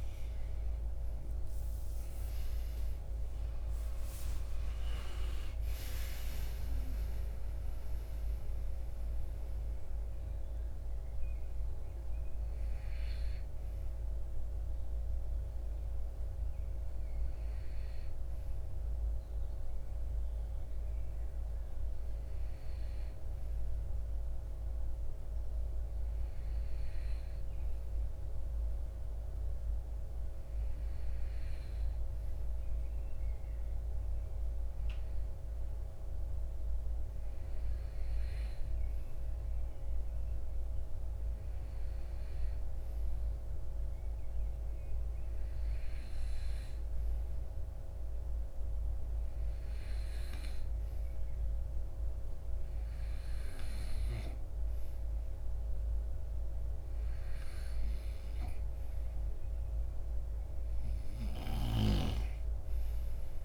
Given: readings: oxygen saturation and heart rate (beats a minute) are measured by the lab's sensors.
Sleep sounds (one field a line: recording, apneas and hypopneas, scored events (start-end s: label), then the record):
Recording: breathing in sleep, hard to hear, by a room microphone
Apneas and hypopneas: 1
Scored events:
0.00-4.00 s: arousal
8.00-23.00 s: oxygen desaturation (device-marked, oxygen 94% before, 90% lowest, heart rate 68 before, 53 extreme)
17.00-55.50 s: hypopnea (oxygen 95% before, 90% lowest, heart rate 68 before, 53 extreme, up 6 after)
50.00-63.45 s: oxygen desaturation (device-marked, oxygen 97% before, 91% lowest, heart rate 56 before, 55 extreme)
From the record:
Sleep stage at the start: REM sleep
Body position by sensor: on the right side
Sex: male